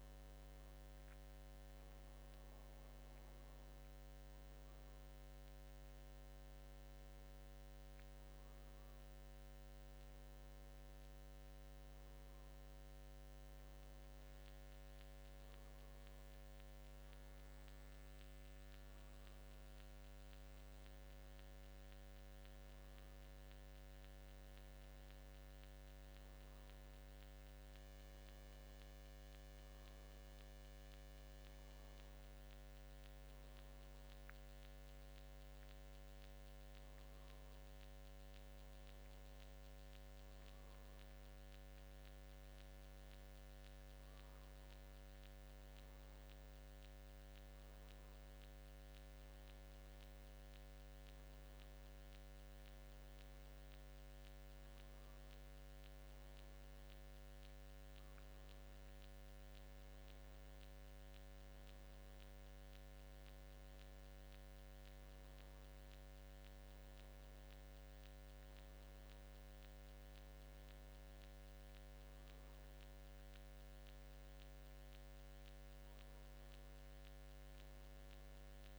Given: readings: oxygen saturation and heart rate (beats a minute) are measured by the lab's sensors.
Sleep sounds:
breathing in sleep, hard to hear, by a microphone on the trachea; none
none scored
From the record:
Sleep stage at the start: N2 (light sleep); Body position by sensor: on the back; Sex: male

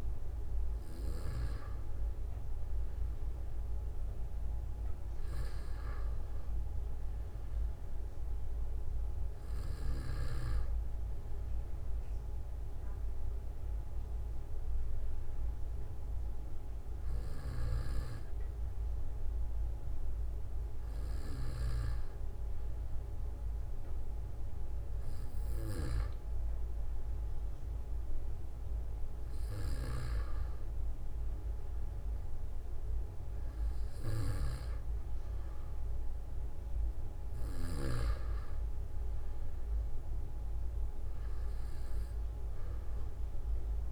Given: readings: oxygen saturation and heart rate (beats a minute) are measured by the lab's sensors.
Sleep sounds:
breathing in sleep by a room microphone; none
14.00-16.00 s: long interval between heartbeats (device-marked, heart rate 48 before, 56 extreme)
29.00-31.00 s: long interval between heartbeats (device-marked, heart rate 51 before, 56 extreme)
From the record:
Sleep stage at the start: N2 (light sleep); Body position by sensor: on the back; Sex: male

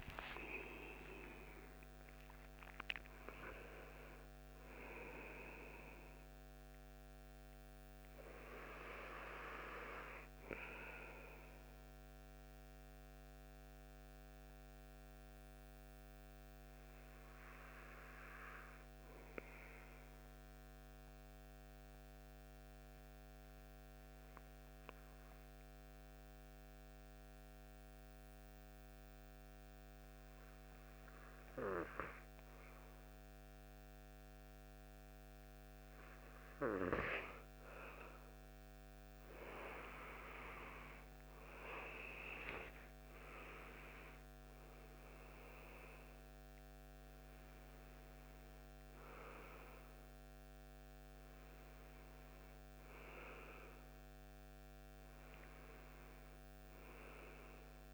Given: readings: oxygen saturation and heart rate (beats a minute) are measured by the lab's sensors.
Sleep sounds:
breathing in sleep by a microphone on the trachea; 1
0.00-3.00 s: arousal
19.50-36.50 s: mixed apnea (oxygen 96% before, 92% lowest)
39.00-42.50 s: arousal
39.50-57.94 s: oxygen desaturation (device-marked, oxygen 97% before, 92% lowest)
From the record:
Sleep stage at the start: N2 (light sleep); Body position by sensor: on the right side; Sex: male

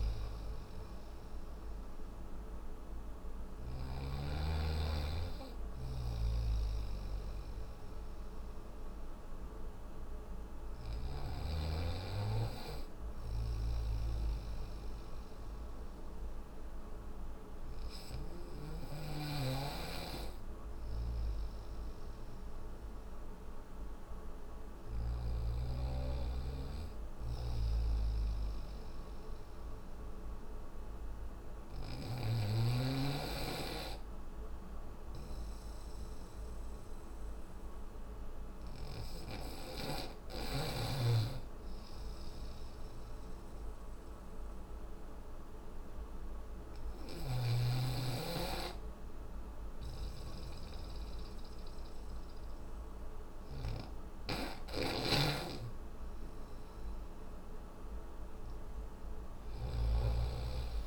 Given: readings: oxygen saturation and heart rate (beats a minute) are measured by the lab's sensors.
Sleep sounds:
breathing in sleep by a room microphone; none
5.00-10.00 s: snoring (device-marked)
12.00-24.00 s: snoring (device-marked)
26.00-31.00 s: snoring (device-marked)
53.50-58.50 s: snoring (device-marked)
From the record:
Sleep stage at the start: N1 (lightest sleep); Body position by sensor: on the back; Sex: male

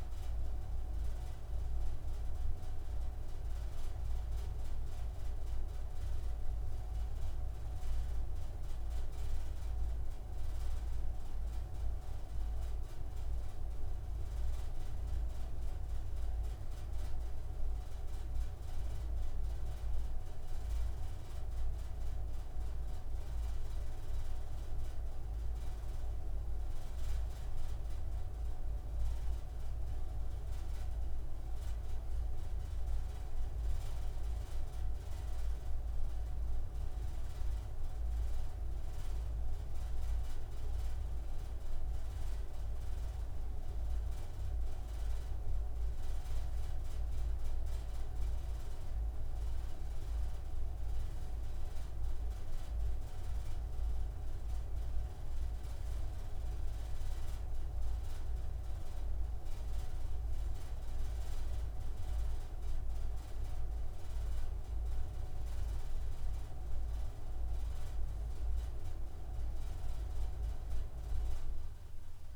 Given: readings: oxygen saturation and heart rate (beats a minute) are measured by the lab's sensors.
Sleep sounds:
breathing in sleep, hard to hear, by a room microphone; none
none scored
From the record:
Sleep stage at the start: N3 (deep sleep); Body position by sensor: on the right side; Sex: male

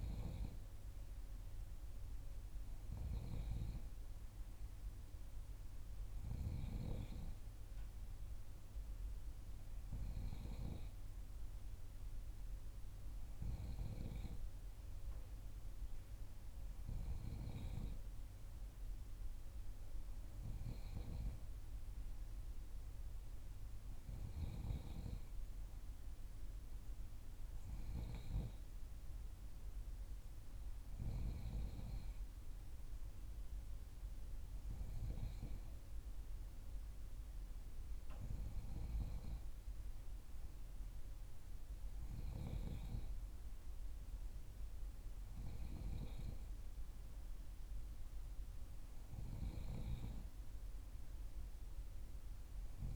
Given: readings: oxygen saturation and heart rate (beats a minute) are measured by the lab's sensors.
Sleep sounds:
breathing in sleep by a room microphone; none
none scored
From the record:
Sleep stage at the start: N3 (deep sleep); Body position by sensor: on the back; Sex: female

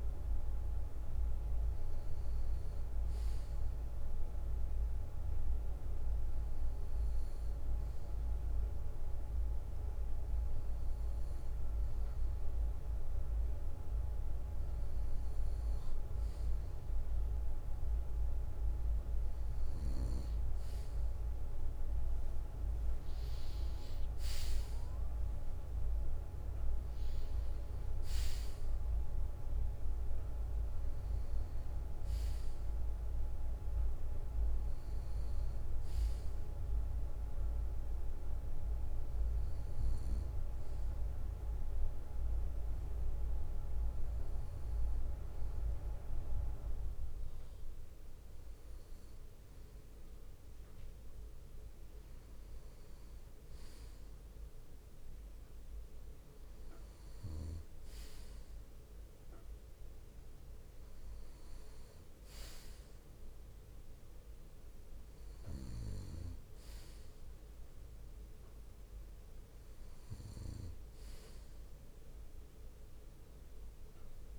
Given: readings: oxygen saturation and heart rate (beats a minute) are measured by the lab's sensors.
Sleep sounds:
breathing in sleep by a room microphone; none
11.00-74.39 s: new sleep stage, N2 (light sleep)
19.00-24.00 s: arousal
From the record:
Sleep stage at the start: N1 (lightest sleep); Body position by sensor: on the back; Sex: male

